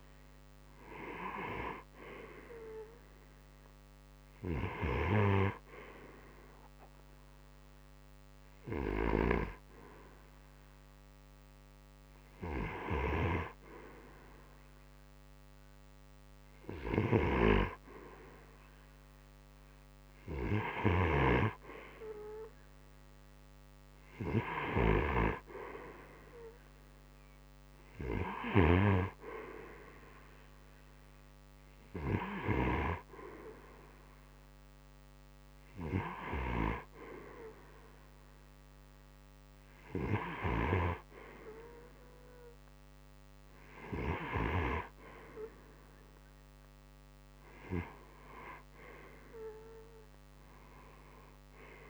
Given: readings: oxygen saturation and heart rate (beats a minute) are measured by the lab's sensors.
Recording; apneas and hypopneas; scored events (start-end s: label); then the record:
breathing in sleep by a microphone on the trachea; none
16.00-20.50 s: snoring (device-marked)
From the record:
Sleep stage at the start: N2 (light sleep); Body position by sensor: on the right side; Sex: male